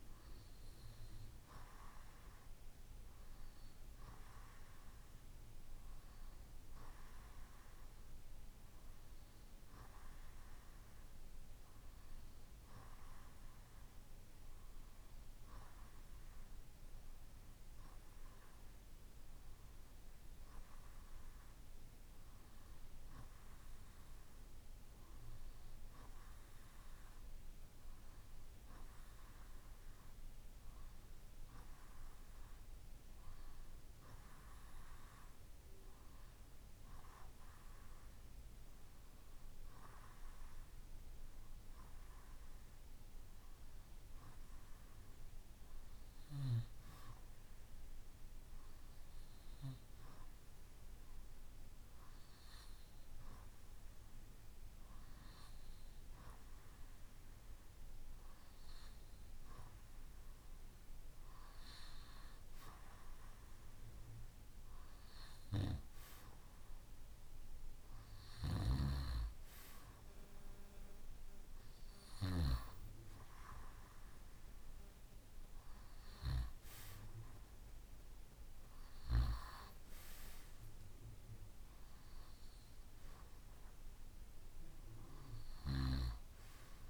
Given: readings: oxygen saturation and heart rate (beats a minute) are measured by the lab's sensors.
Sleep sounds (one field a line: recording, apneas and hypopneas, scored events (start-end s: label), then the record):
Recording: breathing in sleep by a room microphone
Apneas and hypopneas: none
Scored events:
none scored
From the record:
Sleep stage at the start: REM sleep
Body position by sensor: on the right side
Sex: male